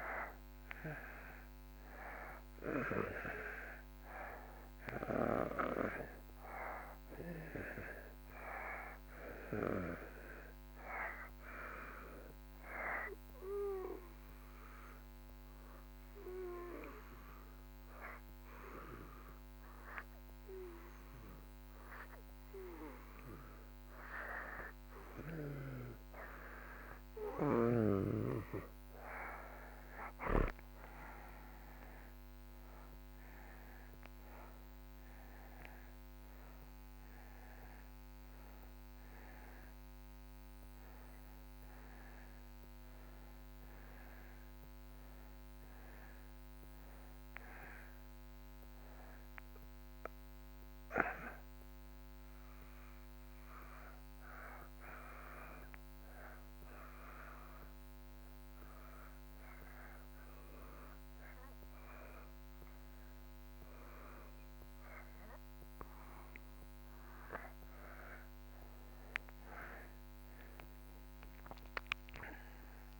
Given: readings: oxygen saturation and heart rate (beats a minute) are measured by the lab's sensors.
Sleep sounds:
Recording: breathing in sleep by a microphone on the trachea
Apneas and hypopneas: 2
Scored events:
5.50-24.50 s: oxygen desaturation (device-marked, oxygen 95% before, 89% lowest)
12.00-25.00 s: obstructive apnea (oxygen 95% before, 87% lowest)
27.00-31.00 s: arousal
49.50-64.50 s: oxygen desaturation (device-marked, oxygen 91% before, 87% lowest)
50.00-68.00 s: obstructive apnea (oxygen 92% before, 86% lowest)
70.00-73.00 s: arousal
From the record:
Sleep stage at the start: N2 (light sleep)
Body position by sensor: on the back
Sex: male

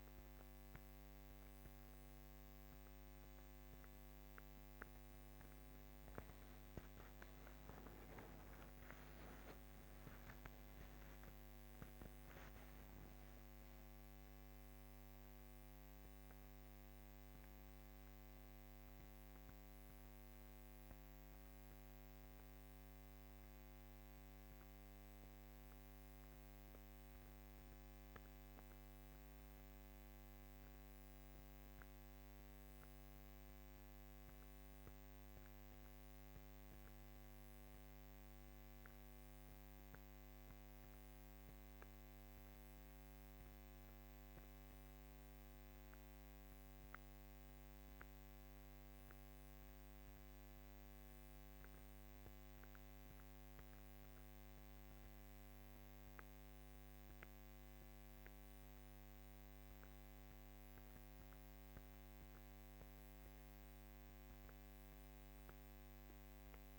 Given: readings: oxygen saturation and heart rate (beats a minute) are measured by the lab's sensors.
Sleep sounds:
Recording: breathing in sleep, hard to hear, by a microphone on the trachea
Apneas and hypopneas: none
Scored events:
none scored
From the record:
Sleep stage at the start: N1 (lightest sleep)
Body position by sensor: on the back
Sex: female

